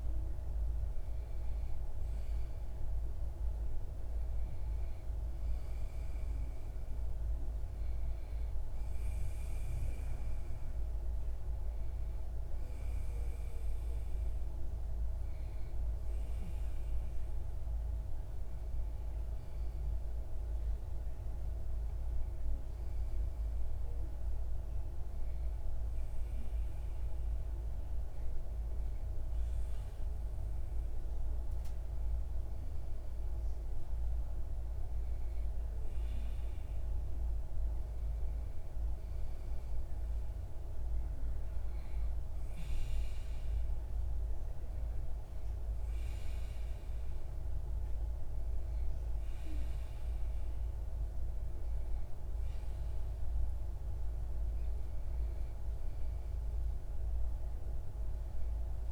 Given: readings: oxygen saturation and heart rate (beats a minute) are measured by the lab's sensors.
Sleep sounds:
breathing in sleep, hard to hear, by a room microphone; none
none scored
From the record:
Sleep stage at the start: REM sleep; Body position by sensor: on the back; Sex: male

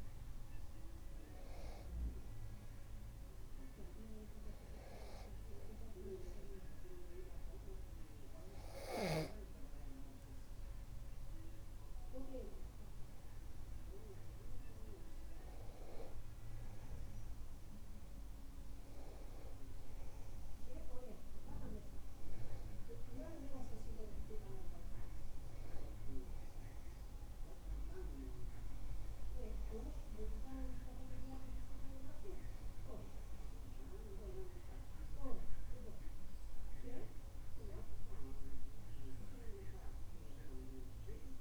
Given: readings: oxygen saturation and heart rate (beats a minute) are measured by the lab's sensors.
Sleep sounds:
breathing in sleep by a room microphone; none
13.00-18.00 s: arousal
From the record:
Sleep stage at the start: N2 (light sleep); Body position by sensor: on the back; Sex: male

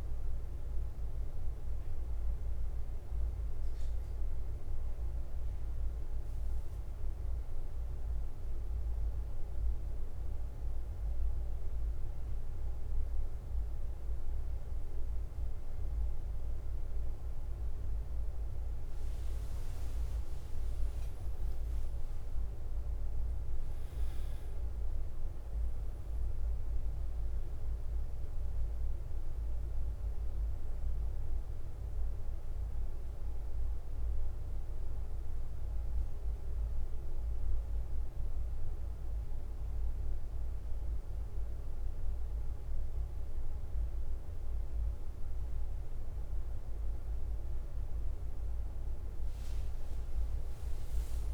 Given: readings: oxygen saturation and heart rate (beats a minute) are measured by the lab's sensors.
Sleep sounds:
breathing in sleep, hard to hear, by a room microphone; 1
0.00-51.34 s: bradycardia (device-marked, heart rate 42 extreme)
2.00-14.00 s: mixed apnea (oxygen 100% before, 96% lowest, heart rate 49 before, 47 extreme, up 3 after)
2.50-32.50 s: new sleep stage, N2 (light sleep)
16.50-21.50 s: arousal
18.50-33.50 s: oxygen desaturation (device-marked, oxygen 99% before, 96% lowest, heart rate 48 before, 48 extreme)
32.50-51.34 s: new sleep stage, N1 (lightest sleep)
48.50-51.34 s: arousal
From the record:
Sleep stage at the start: N1 (lightest sleep); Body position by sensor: on the back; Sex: male

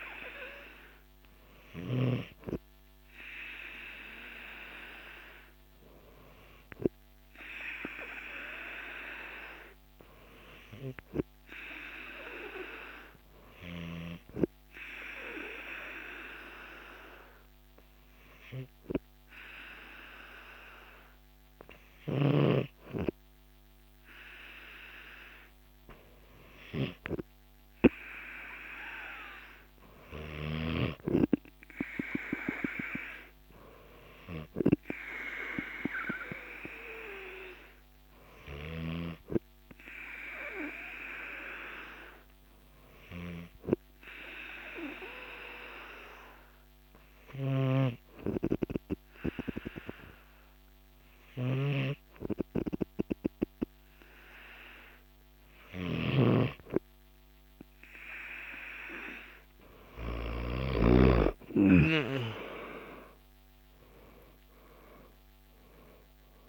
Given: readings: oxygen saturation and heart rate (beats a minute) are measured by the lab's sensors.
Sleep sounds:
breathing in sleep by a microphone on the trachea; 1
30.50-34.00 s: arousal
41.00-56.00 s: hypopnea (oxygen 97% before, 94% lowest, heart rate 54 before, 52 extreme, up 17 after)
47.50-61.00 s: snoring (device-marked)
63.00-66.49 s: arousal
From the record:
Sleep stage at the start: N2 (light sleep); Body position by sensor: on the back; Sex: male

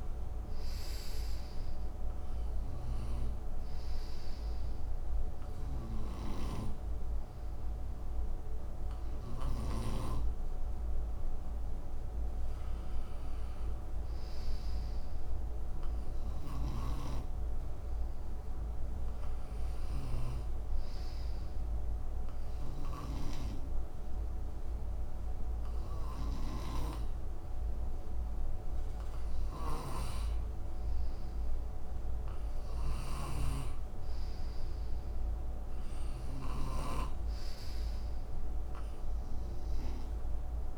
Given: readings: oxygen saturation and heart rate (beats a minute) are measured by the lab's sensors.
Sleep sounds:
breathing in sleep by a room microphone; none
5.50-9.50 s: snoring (device-marked)
16.00-36.50 s: snoring (device-marked)
From the record:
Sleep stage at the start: N2 (light sleep); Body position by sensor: on the right side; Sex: male

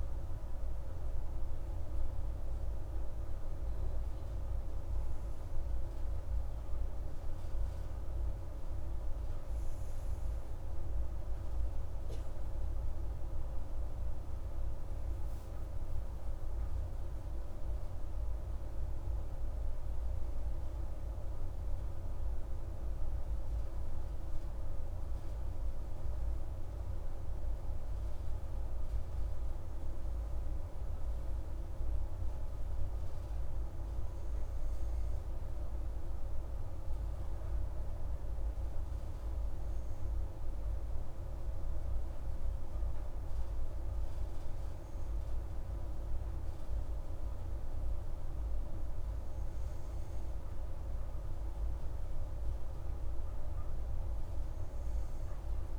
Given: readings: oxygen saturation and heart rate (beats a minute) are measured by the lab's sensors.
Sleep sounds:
breathing in sleep, hard to hear, by a room microphone; none
none scored
From the record:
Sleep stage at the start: N3 (deep sleep); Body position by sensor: on the right side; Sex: female

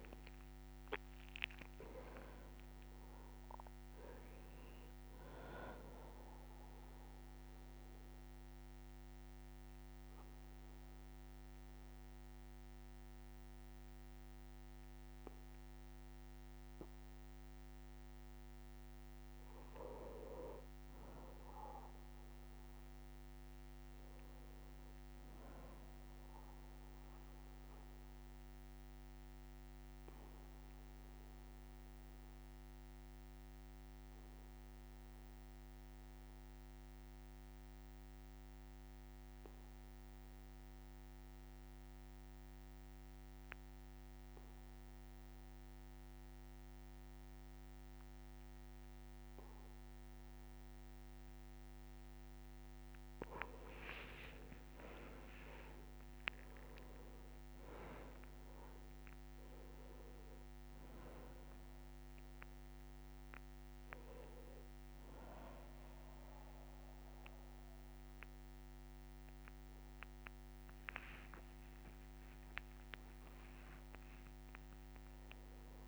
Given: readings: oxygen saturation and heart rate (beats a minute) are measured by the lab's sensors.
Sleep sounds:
breathing in sleep by a microphone on the trachea; 2
0.00-1.50 s: arousal
0.00-19.00 s: oxygen desaturation (device-marked, oxygen 91% lowest, heart rate 59 extreme)
7.50-19.00 s: obstructive apnea (oxygen 98% before, 90% lowest, heart rate 63 before, 59 extreme, up 4 after)
21.00-25.00 s: arousal
29.00-51.00 s: obstructive apnea (oxygen 99% before, 90% lowest, heart rate 62 before, 59 extreme, up 6 after)
36.00-40.00 s: bradycardia (device-marked, heart rate 65 before, 59 extreme)
50.00-75.88 s: oxygen desaturation (device-marked, oxygen 98% before, 90% lowest, heart rate 60 before, 60 extreme)
53.00-57.00 s: arousal
72.50-74.50 s: long interval between heartbeats (device-marked, heart rate 63 before, 69 extreme)
From the record:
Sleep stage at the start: N2 (light sleep); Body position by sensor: on the back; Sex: male

